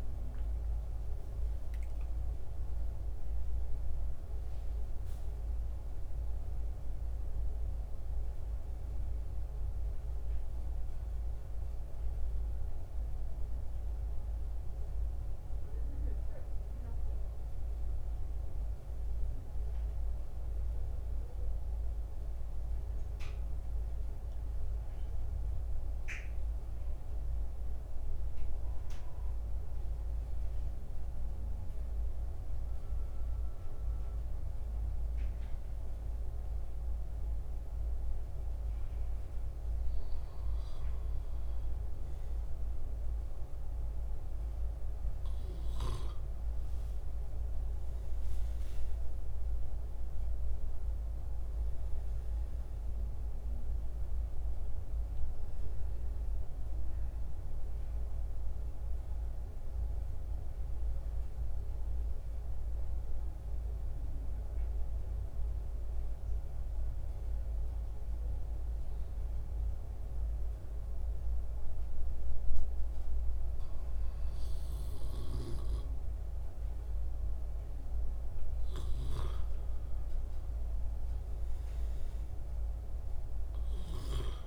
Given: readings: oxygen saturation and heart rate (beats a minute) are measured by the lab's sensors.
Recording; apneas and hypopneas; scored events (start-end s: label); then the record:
breathing in sleep, hard to hear, by a room microphone; 2
0.00-21.00 s: oxygen desaturation (device-marked, oxygen 88% lowest, heart rate 66 extreme)
22.00-25.50 s: arousal
23.00-84.47 s: new sleep stage, N2 (light sleep)
28.50-39.00 s: central apnea (oxygen 94% before, 86% lowest, heart rate 74 before, 66 extreme, up 3 after)
39.00-66.00 s: oxygen desaturation (device-marked, oxygen 93% before, 86% lowest, heart rate 70 before, 67 extreme)
43.00-46.00 s: arousal
54.00-74.50 s: mixed apnea (oxygen 94% before, 86% lowest, heart rate 70 before, 67 extreme, up 11 after)
79.00-81.50 s: arousal
82.00-84.47 s: oxygen desaturation (device-marked, oxygen 93% before, 86% lowest, heart rate 69 before, 64 extreme)
From the record:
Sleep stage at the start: N1 (lightest sleep); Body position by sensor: on the back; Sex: male